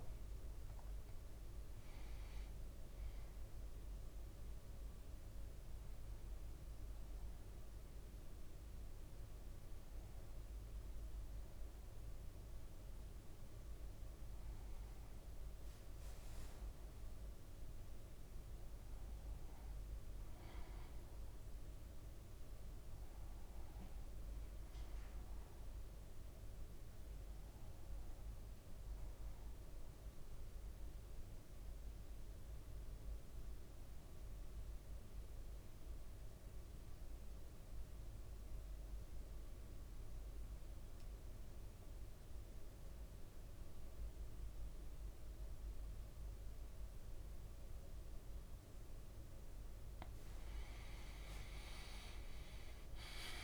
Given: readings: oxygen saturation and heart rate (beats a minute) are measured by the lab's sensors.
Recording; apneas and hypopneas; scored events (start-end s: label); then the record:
breathing in sleep, hard to hear, by a room microphone; 1
14.50-17.50 s: leg movement (device-marked)
22.00-26.50 s: arousal
30.00-49.00 s: central apnea (oxygen 99% before, 92% lowest, heart rate 61 before, 55 extreme, up 7 after)
49.00-52.50 s: leg movement (device-marked)
50.50-53.44 s: new sleep stage, awake
From the record:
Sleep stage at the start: N1 (lightest sleep); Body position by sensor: on the back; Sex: male